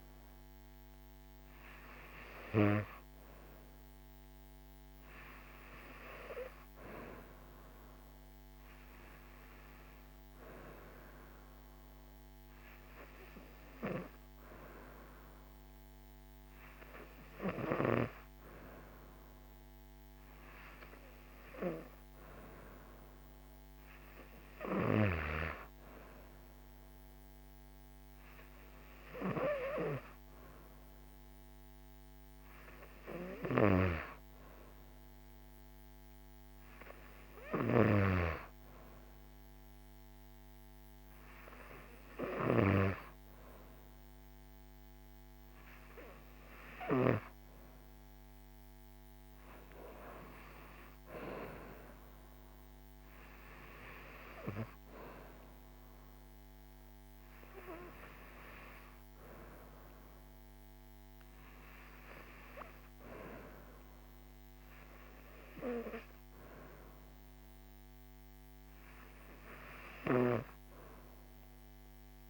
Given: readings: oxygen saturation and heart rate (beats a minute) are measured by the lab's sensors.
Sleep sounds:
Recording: breathing in sleep by a microphone on the trachea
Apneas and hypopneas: none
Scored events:
none scored
From the record:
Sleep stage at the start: N2 (light sleep)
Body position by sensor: on the right side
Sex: female

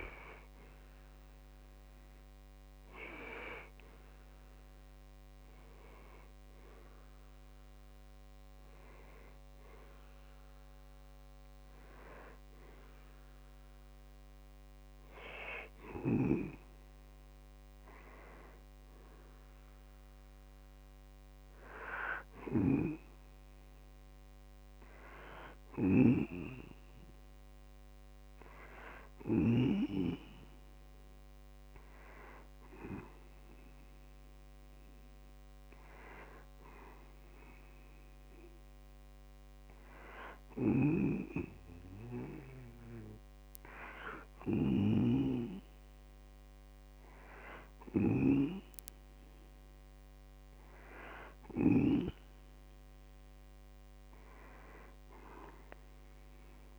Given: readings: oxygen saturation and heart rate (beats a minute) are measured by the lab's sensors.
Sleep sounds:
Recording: breathing in sleep by a microphone on the trachea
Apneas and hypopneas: none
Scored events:
22.00-29.00 s: snoring (device-marked)
40.00-51.50 s: snoring (device-marked)
From the record:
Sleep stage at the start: N2 (light sleep)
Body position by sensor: on the back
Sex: male

